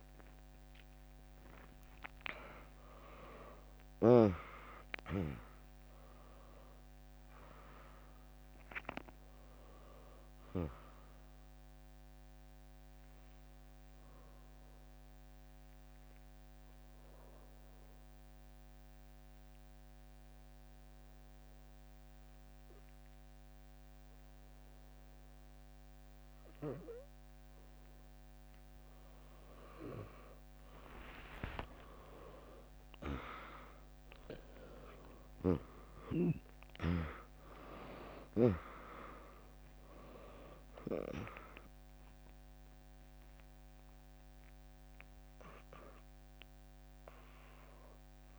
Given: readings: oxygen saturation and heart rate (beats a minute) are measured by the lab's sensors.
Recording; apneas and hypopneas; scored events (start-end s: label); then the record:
breathing in sleep by a microphone on the trachea; 1
0.00-2.00 s: arousal
1.50-12.50 s: drop in pulse transit time (device-marked, heart rate 72 before, 74 extreme)
3.50-22.50 s: oxygen desaturation (device-marked, oxygen 100% before, 96% lowest, heart rate 72 before, 57 extreme)
12.50-26.50 s: obstructive apnea (oxygen 100% before, 95% lowest, heart rate 75 before, 57 extreme)
24.50-29.50 s: bradycardia (device-marked, heart rate 74 before, 57 extreme)
30.00-36.00 s: arousal
36.50-48.39 s: drop in pulse transit time (device-marked, heart rate 69 before, 70 extreme)
37.50-42.50 s: tachycardia (device-marked, heart rate 73 before, 111 extreme)
37.50-48.39 s: oxygen desaturation (device-marked, oxygen 100% before, 96% lowest, heart rate 68 before, 58 extreme)
38.00-40.00 s: long interval between heartbeats (device-marked, heart rate 68 before, 79 extreme)
40.50-42.50 s: long interval between heartbeats (device-marked, heart rate 70 before, 109 extreme)
From the record:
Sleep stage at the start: N2 (light sleep); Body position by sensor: on the back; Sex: female